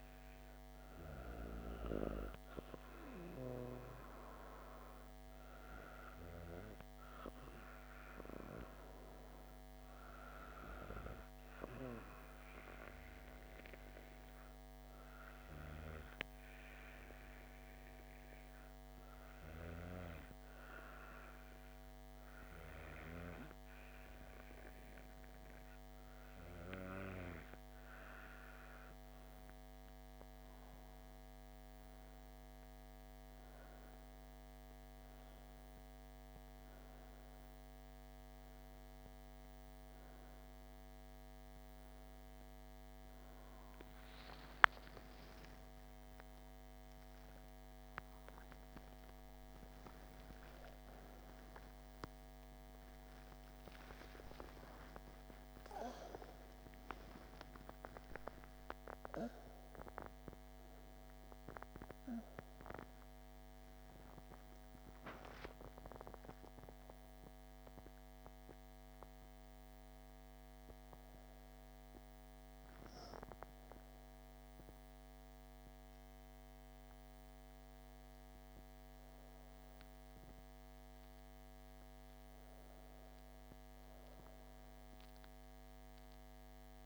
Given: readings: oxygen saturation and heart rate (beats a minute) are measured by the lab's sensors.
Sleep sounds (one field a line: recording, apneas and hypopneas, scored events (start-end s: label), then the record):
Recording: a person partly awake in a sleep study, by a microphone on the trachea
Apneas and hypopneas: 1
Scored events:
13.50-28.00 s: hypopnea (oxygen 95% before, 94% lowest, heart rate 66 before, 64 extreme, up 10 after)
56.00-86.00 s: new sleep stage, awake
86.00-86.85 s: new sleep stage, N2 (light sleep)
From the record:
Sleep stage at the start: N2 (light sleep)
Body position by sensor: on the back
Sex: female